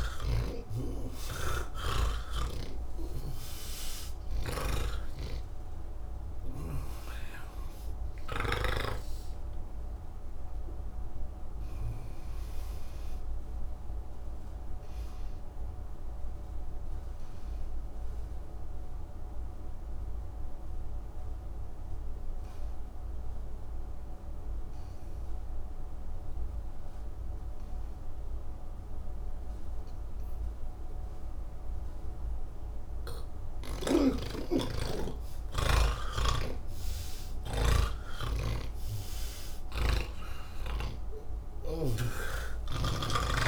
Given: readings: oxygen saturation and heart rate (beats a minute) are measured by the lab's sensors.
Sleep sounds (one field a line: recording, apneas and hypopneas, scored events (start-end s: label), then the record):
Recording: breathing in sleep by a room microphone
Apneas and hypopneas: 1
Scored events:
0.00-8.50 s: snoring (device-marked)
9.50-27.50 s: oxygen desaturation (device-marked, oxygen 90% before, 77% lowest, heart rate 110 before, 75 extreme)
14.00-34.50 s: obstructive apnea (oxygen 97% before, 77% lowest, heart rate 127 before, 75 extreme)
36.00-43.00 s: snoring (device-marked)
41.50-43.48 s: oxygen desaturation (device-marked, oxygen 97% before, 85% lowest, heart rate 129 before, 95 extreme)
From the record:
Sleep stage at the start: N3 (deep sleep)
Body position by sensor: on the back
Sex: male